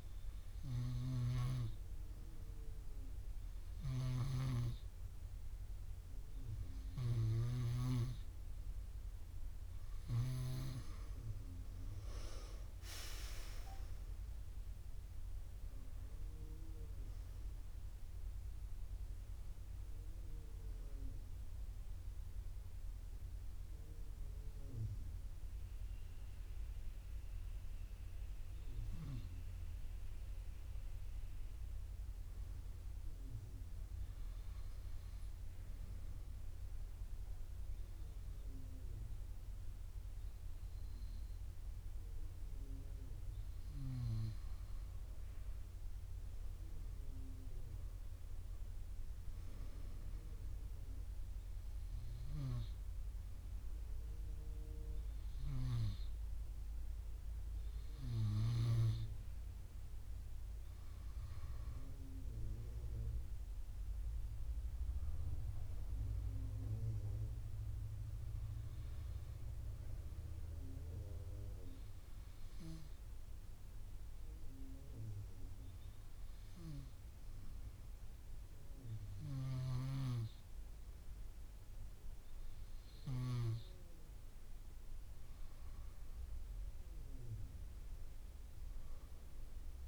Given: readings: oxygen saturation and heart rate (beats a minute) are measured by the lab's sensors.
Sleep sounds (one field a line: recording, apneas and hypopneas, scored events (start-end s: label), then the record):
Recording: breathing in sleep by a room microphone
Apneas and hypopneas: 1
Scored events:
11.50-15.50 s: arousal
62.50-66.50 s: arousal
71.00-84.00 s: hypopnea (oxygen 97% before, 94% lowest)
86.50-89.88 s: arousal
From the record:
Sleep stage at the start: N2 (light sleep)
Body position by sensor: on the right side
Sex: female